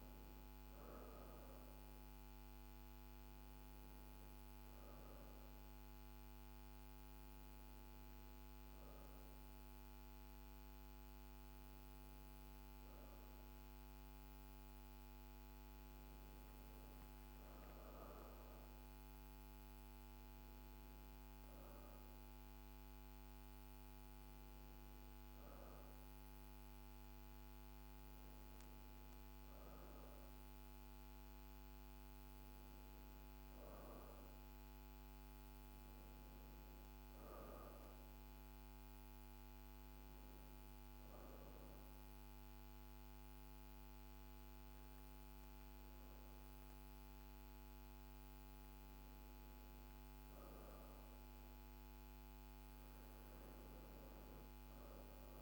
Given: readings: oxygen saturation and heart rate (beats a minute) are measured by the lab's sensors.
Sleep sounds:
breathing in sleep, hard to hear, by a microphone on the trachea; 1
0.00-16.50 s: oxygen desaturation (device-marked, oxygen 90% lowest, heart rate 53 extreme)
30.50-35.50 s: arousal
38.50-50.00 s: obstructive apnea (oxygen 96% before, 87% lowest, heart rate 55 before, 54 extreme, up 5 after)
53.00-55.42 s: arousal
From the record:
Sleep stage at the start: N2 (light sleep); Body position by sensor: on the back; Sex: female

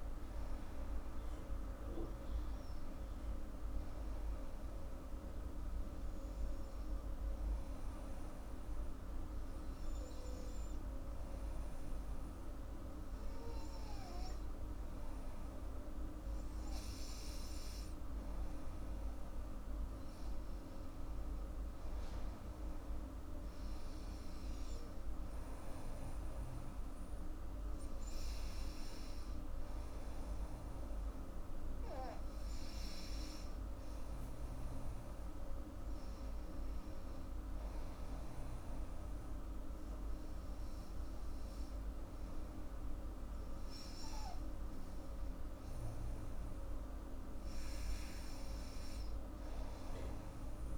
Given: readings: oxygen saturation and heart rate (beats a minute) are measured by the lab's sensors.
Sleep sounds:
breathing in sleep, hard to hear, by a room microphone; none
none scored
From the record:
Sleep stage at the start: N2 (light sleep); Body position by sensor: on the back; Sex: female

